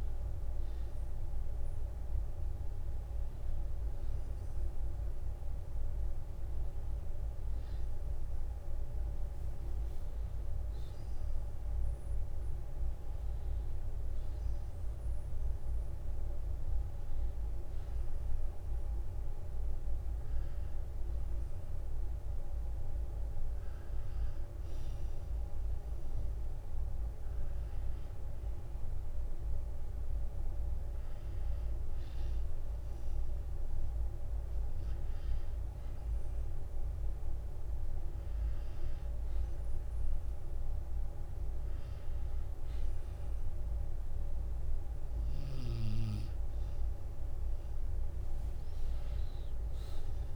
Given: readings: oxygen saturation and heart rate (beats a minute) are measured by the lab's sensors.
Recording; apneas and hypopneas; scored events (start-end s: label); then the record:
breathing in sleep, hard to hear, by a room microphone; 1
11.50-14.50 s: arousal
20.00-32.00 s: hypopnea (oxygen 95% before, 91% lowest, heart rate 58 before, 54 extreme, up 10 after)
33.00-35.00 s: long interval between heartbeats (device-marked, heart rate 58 before, 64 extreme)
34.50-37.50 s: arousal
From the record:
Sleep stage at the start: N2 (light sleep); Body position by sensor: on the back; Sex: male